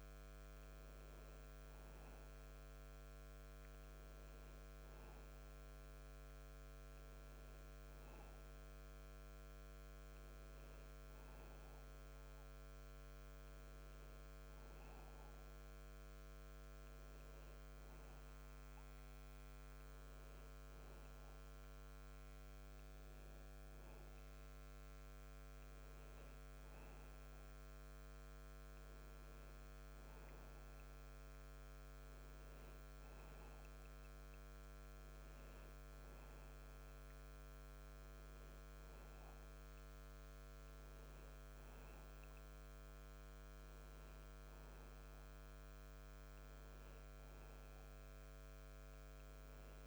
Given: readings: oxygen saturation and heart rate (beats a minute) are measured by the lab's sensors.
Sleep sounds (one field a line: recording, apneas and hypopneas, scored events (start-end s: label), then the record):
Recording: breathing in sleep, hard to hear, by a microphone on the trachea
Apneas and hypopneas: none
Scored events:
none scored
From the record:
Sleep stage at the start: N2 (light sleep)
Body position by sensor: on the back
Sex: male